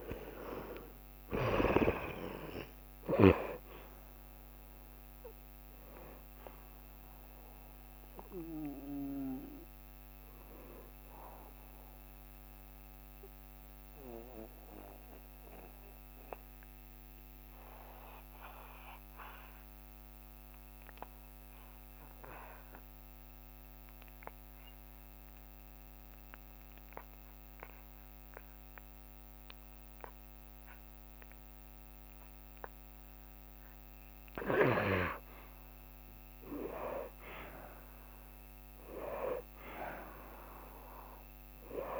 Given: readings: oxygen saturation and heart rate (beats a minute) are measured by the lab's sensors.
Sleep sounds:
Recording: breathing in sleep by a microphone on the trachea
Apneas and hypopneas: 1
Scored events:
0.00-2.00 s: arousal
0.00-26.50 s: oxygen desaturation (device-marked, oxygen 46% lowest, heart rate 78 extreme)
12.50-34.00 s: mixed apnea (oxygen 57% before, 46% lowest, heart rate 80 before, 76 extreme, up 5 after)
28.50-42.00 s: oxygen desaturation (device-marked, oxygen 91% before, 54% lowest, heart rate 80 before, 76 extreme)
36.00-40.50 s: arousal
From the record:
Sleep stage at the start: N2 (light sleep)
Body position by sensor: on the back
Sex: male

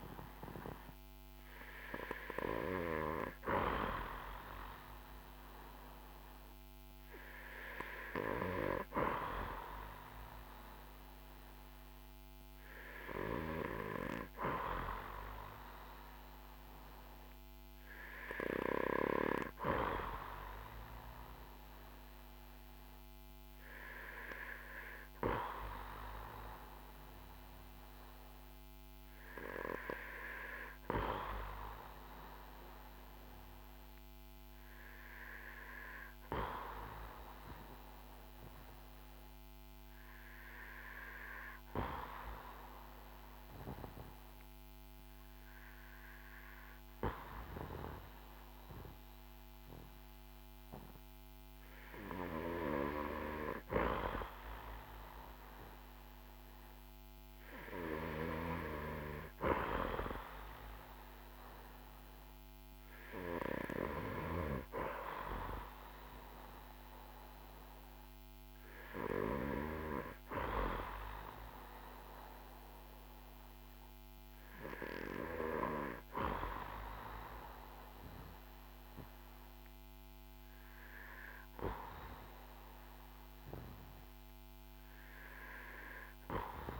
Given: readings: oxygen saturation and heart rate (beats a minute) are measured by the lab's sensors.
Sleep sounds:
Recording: breathing in sleep by a microphone on the trachea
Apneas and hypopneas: 1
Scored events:
33.00-52.00 s: hypopnea (oxygen 95% before, 92% lowest, heart rate 59 before, 56 extreme, up 9 after)
53.50-57.50 s: arousal
From the record:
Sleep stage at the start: N2 (light sleep)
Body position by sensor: on the back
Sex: male

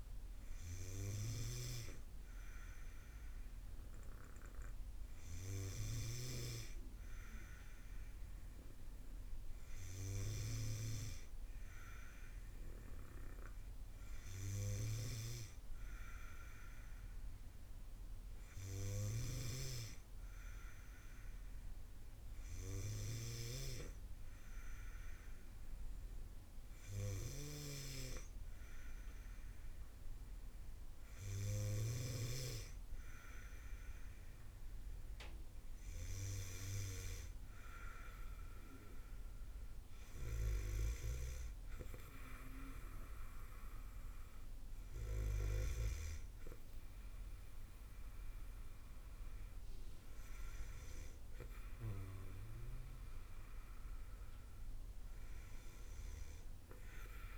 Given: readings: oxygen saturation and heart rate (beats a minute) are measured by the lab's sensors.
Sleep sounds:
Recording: breathing in sleep by a room microphone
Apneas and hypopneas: none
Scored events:
0.00-1.50 s: snoring (device-marked)
19.00-32.00 s: snoring (device-marked)
From the record:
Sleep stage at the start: N2 (light sleep)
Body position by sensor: on the back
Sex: female

